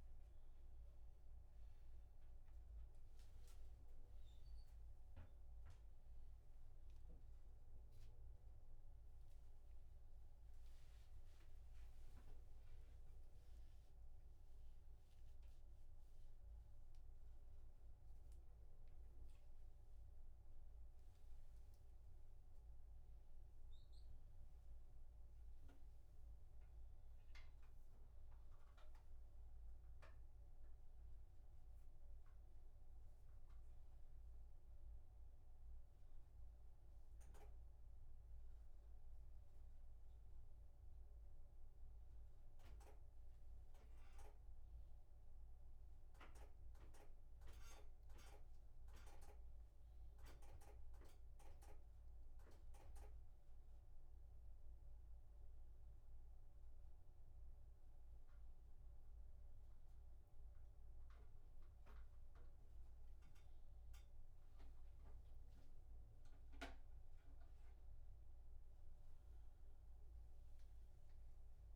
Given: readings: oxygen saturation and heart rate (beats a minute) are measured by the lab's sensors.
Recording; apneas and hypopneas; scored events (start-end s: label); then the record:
a person awake in a sleep study, by a room microphone; none
13.50-17.50 s: oxygen desaturation (device-marked, oxygen 96% before, 94% lowest, heart rate 117 before, 25 extreme)
From the record:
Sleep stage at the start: awake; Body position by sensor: upright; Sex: male